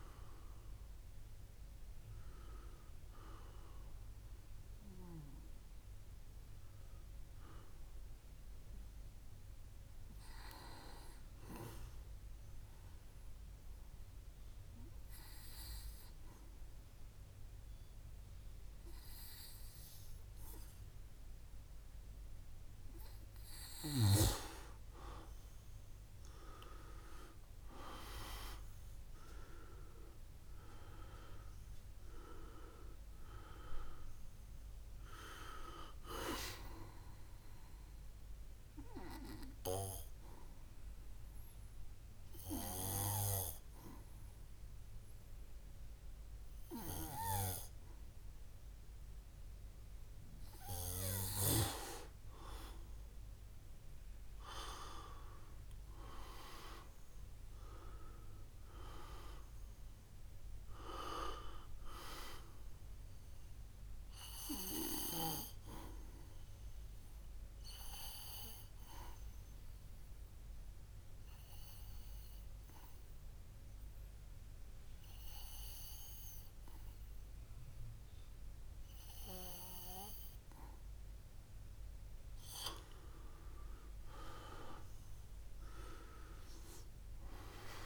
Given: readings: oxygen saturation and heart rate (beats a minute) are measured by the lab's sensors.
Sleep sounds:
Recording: breathing in sleep by a room microphone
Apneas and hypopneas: 3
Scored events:
12.00-24.00 s: obstructive apnea (oxygen 98% before, 93% lowest, heart rate 77 before, 60 extreme, up 10 after)
25.50-29.50 s: arousal
31.00-55.00 s: oxygen desaturation (device-marked, oxygen 99% before, 93% lowest, heart rate 63 before, 61 extreme)
38.50-51.00 s: obstructive apnea (oxygen 99% before, 92% lowest, heart rate 66 before, 61 extreme, up 8 after)
54.50-59.00 s: arousal
67.00-82.50 s: obstructive apnea (oxygen 98% before, 92% lowest, heart rate 66 before, 62 extreme, up 8 after)
85.50-87.86 s: arousal
From the record:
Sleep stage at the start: N2 (light sleep)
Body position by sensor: on the back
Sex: male

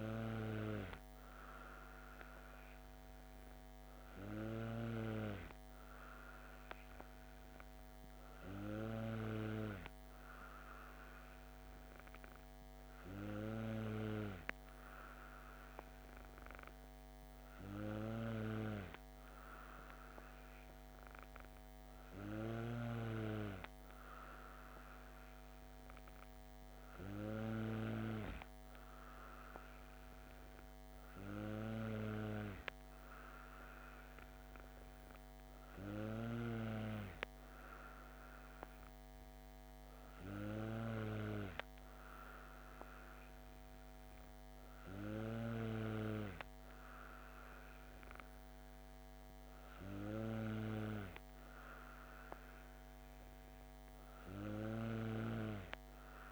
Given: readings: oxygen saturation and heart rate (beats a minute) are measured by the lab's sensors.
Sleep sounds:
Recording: breathing in sleep by a microphone on the trachea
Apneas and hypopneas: none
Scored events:
none scored
From the record:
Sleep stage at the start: N2 (light sleep)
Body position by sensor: on the back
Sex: female

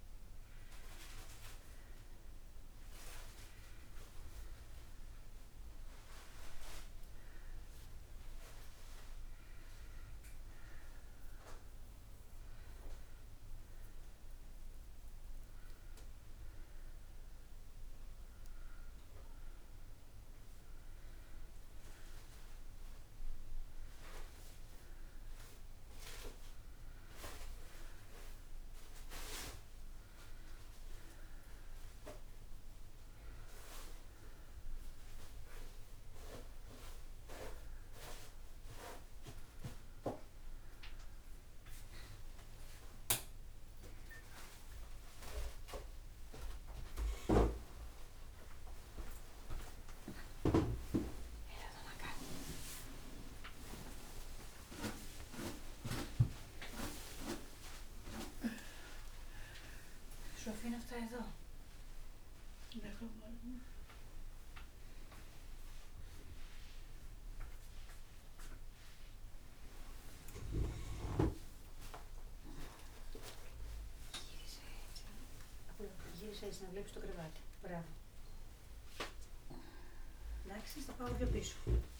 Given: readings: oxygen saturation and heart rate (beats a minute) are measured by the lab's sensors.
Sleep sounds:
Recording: a person partly awake in a sleep study, by a room microphone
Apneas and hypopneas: none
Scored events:
43.50-82.00 s: new sleep stage, awake
From the record:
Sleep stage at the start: N2 (light sleep)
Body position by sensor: on the back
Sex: female

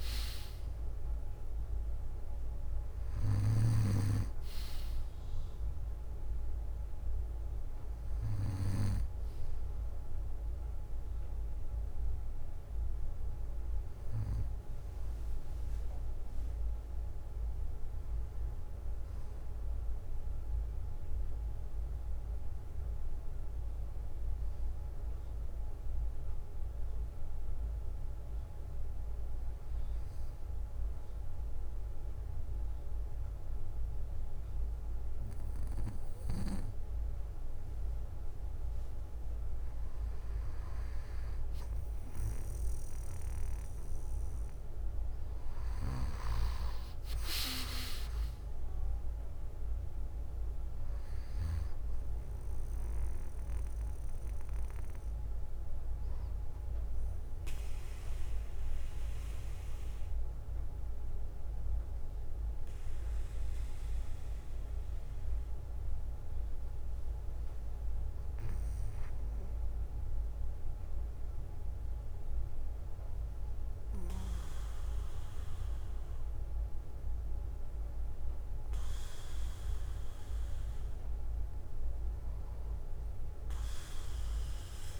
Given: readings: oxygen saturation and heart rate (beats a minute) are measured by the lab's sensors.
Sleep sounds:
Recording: breathing in sleep by a room microphone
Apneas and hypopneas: 2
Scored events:
4.50-6.50 s: bradycardia (device-marked, heart rate 60 before, 60 extreme)
8.50-15.50 s: bradycardia (device-marked, heart rate 60 before, 58 extreme)
20.00-23.50 s: arousal
20.50-36.50 s: bradycardia (device-marked, heart rate 60 before, 53 extreme)
25.50-39.00 s: obstructive apnea (oxygen 97% before, 95% lowest, heart rate 60 before, 56 extreme, up 3 after)
40.50-43.50 s: arousal
55.50-67.50 s: obstructive apnea (oxygen 98% before, 95% lowest, heart rate 60 before, 55 extreme, up 2 after)
56.50-59.50 s: bradycardia (device-marked, heart rate 60 before, 56 extreme)
60.50-68.50 s: bradycardia (device-marked, heart rate 60 before, 58 extreme)
69.50-73.50 s: arousal
71.50-85.00 s: bradycardia (device-marked, heart rate 60 before, 49 extreme)
From the record:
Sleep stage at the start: N2 (light sleep)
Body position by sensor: on the back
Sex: male

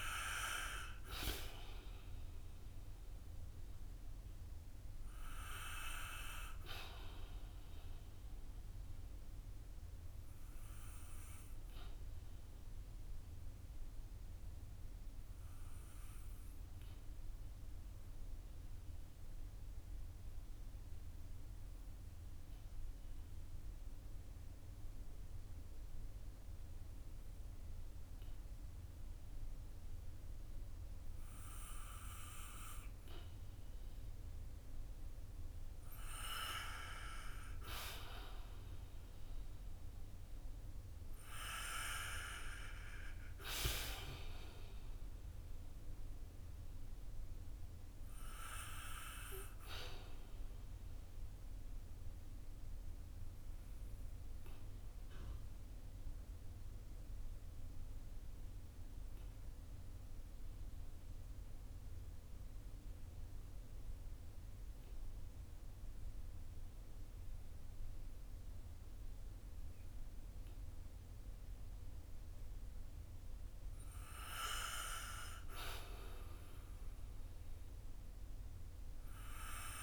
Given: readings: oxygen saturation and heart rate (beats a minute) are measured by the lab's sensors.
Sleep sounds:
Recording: breathing in sleep by a room microphone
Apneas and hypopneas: 2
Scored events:
0.00-15.00 s: oxygen desaturation (device-marked, oxygen 90% lowest, heart rate 50 extreme)
9.00-35.00 s: obstructive apnea (oxygen 96% before, 90% lowest, heart rate 59 before, 49 extreme, up 3 after)
36.00-40.00 s: arousal
50.50-71.50 s: obstructive apnea (oxygen 96% before, 89% lowest, heart rate 57 before, 49 extreme, up 9 after)
59.00-72.00 s: oxygen desaturation (device-marked, oxygen 93% before, 90% lowest, heart rate 56 before, 52 extreme)
73.00-77.50 s: arousal
From the record:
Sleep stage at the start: N2 (light sleep)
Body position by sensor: on the back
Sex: male

